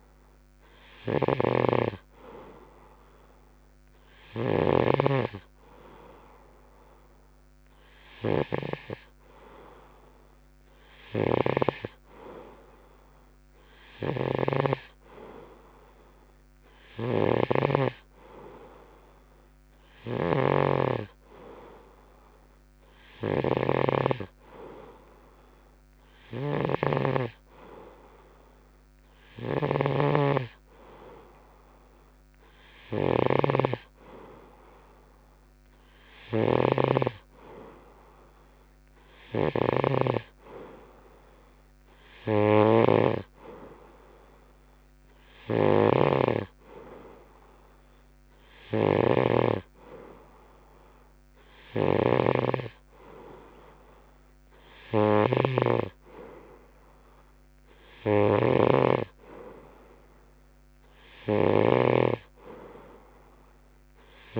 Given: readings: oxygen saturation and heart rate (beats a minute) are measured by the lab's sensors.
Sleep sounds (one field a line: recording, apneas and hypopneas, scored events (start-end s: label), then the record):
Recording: breathing in sleep by a microphone on the trachea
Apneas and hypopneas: none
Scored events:
0.00-5.00 s: snoring (device-marked)
14.50-64.40 s: snoring (device-marked)
From the record:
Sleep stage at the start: N2 (light sleep)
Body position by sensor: on the right side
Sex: male